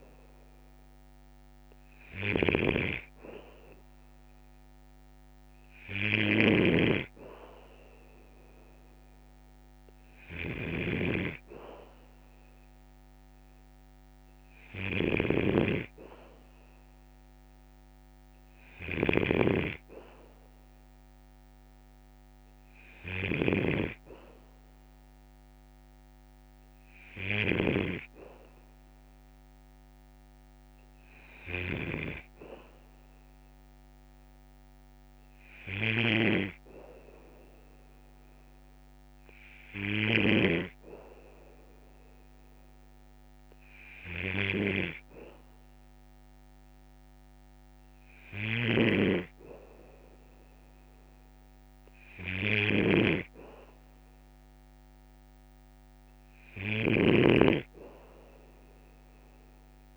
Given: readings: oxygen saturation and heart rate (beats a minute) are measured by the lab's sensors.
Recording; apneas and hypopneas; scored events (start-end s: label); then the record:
breathing in sleep by a microphone on the trachea; none
0.00-40.50 s: snoring (device-marked)
8.00-10.00 s: long interval between heartbeats (device-marked, heart rate 57 before, 62 extreme)
48.00-59.97 s: snoring (device-marked)
From the record:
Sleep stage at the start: N2 (light sleep); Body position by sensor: on the back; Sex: male